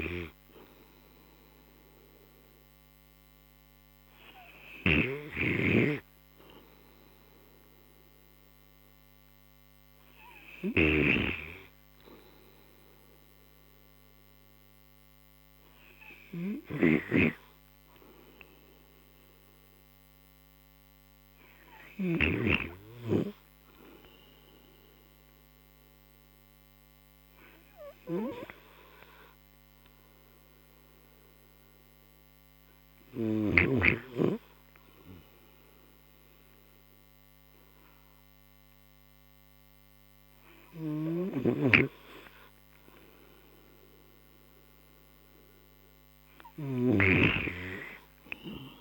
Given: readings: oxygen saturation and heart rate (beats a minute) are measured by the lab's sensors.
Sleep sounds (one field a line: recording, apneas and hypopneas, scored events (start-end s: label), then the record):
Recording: breathing in sleep by a microphone on the trachea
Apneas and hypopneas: 1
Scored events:
28.50-42.00 s: obstructive apnea (oxygen 97% before, 93% lowest)
45.00-48.00 s: arousal
From the record:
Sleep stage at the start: N2 (light sleep)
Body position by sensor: on the right side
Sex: male